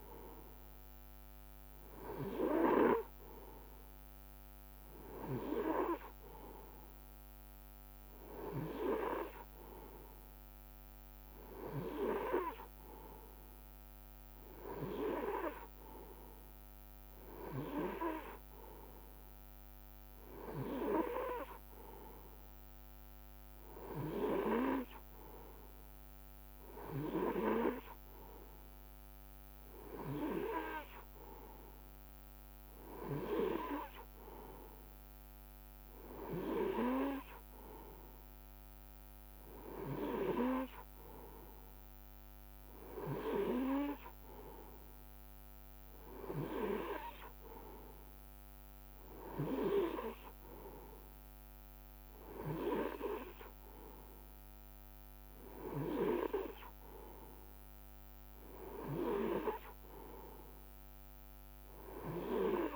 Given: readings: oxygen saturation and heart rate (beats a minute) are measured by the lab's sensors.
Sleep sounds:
breathing in sleep by a microphone on the trachea; none
none scored
From the record:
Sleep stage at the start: N3 (deep sleep); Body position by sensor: on the right side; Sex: male

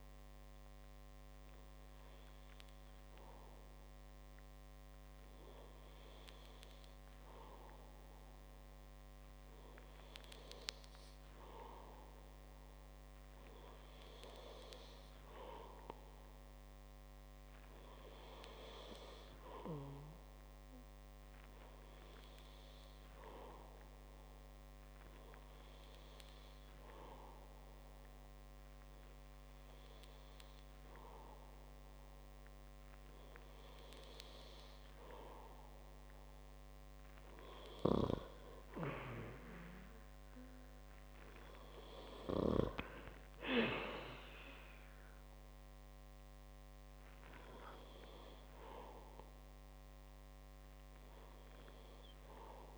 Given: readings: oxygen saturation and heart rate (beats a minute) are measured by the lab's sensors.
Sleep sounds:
breathing in sleep by a microphone on the trachea; none
none scored
From the record:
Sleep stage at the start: N2 (light sleep); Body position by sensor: on the back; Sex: male

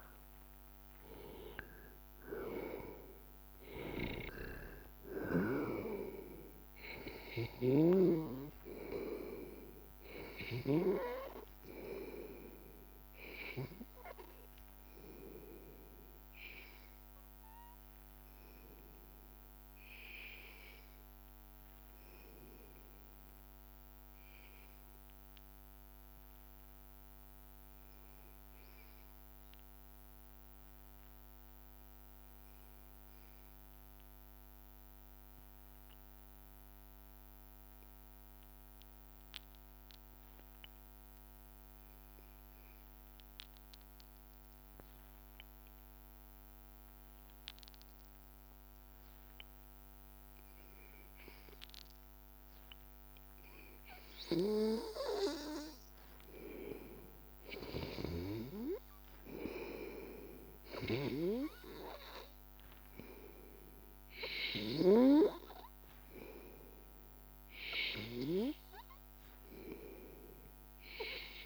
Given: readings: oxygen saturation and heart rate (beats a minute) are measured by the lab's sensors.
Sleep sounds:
breathing in sleep by a microphone on the trachea; 1
6.50-25.50 s: oxygen desaturation (device-marked, oxygen 96% before, 93% lowest, heart rate 81 before, 81 extreme)
12.50-16.50 s: arousal
18.50-55.50 s: hypopnea (oxygen 96% before, 93% lowest, heart rate 83 before, 81 extreme, up 1 after)
51.50-71.46 s: oxygen desaturation (device-marked, oxygen 98% before, 94% lowest, heart rate 81 before, 81 extreme)
57.00-61.50 s: arousal
From the record:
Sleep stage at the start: N2 (light sleep); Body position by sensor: on the back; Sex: male

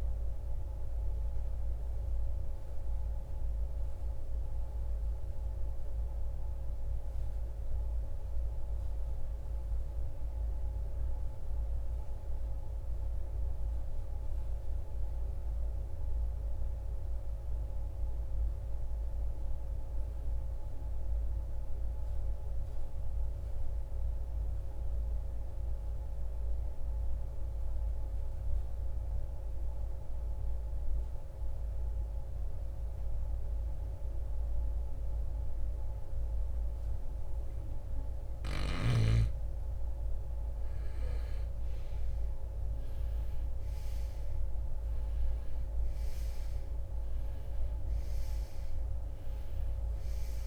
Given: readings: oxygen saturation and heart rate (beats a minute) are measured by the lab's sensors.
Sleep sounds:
breathing in sleep, hard to hear, by a room microphone; 1
0.00-26.00 s: oxygen desaturation (device-marked, oxygen 83% lowest, heart rate 50 extreme)
7.50-37.50 s: mixed apnea (oxygen 96% before, 83% lowest, heart rate 74 before, 50 extreme, up 19 after)
40.00-43.50 s: arousal
From the record:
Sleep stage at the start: N2 (light sleep); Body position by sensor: on the right side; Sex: male

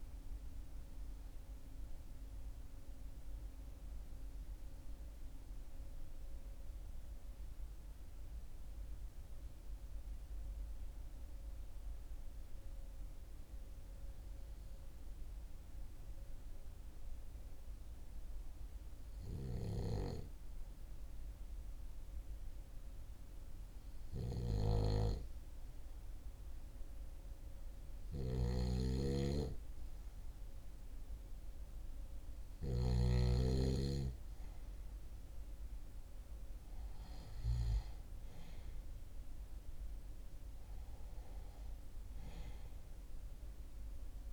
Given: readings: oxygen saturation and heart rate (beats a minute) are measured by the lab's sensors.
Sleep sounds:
breathing in sleep by a room microphone; 1
1.50-26.50 s: hypopnea (oxygen 95% before, 92% lowest, heart rate 40 before, 39 extreme, up 2 after)
23.50-32.00 s: snoring (device-marked)
28.50-33.50 s: arousal
From the record:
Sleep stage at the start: N2 (light sleep); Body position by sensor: on the back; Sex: male

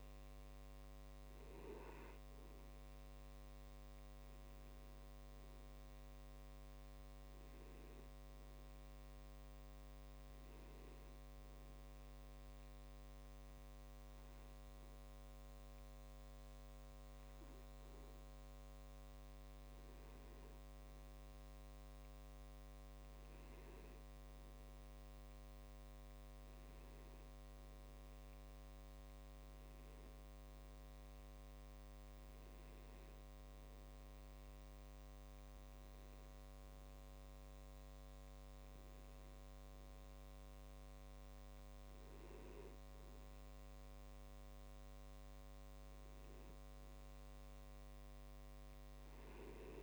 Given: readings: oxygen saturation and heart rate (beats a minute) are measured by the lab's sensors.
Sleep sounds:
breathing in sleep, hard to hear, by a microphone on the trachea; none
none scored
From the record:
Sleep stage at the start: N2 (light sleep); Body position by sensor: on the back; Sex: male

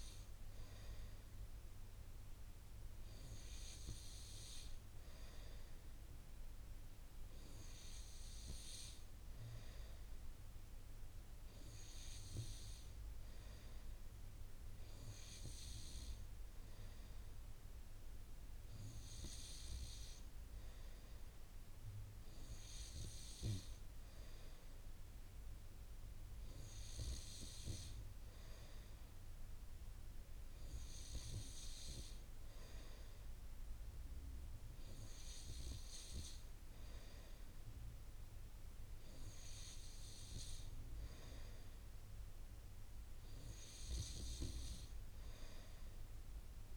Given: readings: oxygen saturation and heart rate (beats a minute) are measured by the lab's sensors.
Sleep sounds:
breathing in sleep by a room microphone; none
10.50-12.50 s: long interval between heartbeats (device-marked)
24.50-26.50 s: long interval between heartbeats (device-marked)
27.00-29.00 s: long interval between heartbeats (device-marked)
38.00-40.00 s: long interval between heartbeats (device-marked)
From the record:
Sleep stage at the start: N2 (light sleep); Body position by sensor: on the right side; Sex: male

